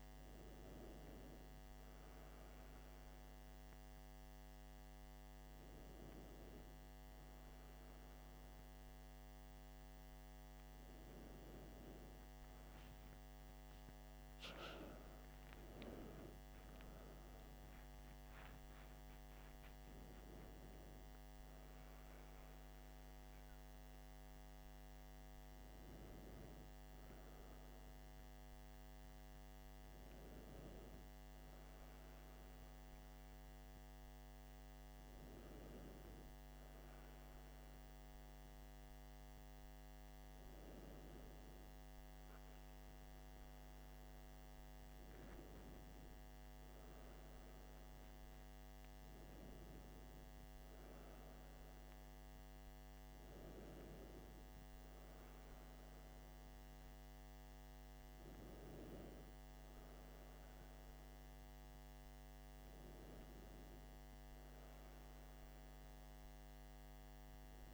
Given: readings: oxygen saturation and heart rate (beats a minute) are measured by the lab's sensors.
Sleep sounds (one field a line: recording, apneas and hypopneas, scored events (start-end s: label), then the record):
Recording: breathing in sleep, hard to hear, by a microphone on the trachea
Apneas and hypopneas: none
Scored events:
15.50-19.50 s: arousal
From the record:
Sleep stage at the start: N1 (lightest sleep)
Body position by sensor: on the back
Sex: male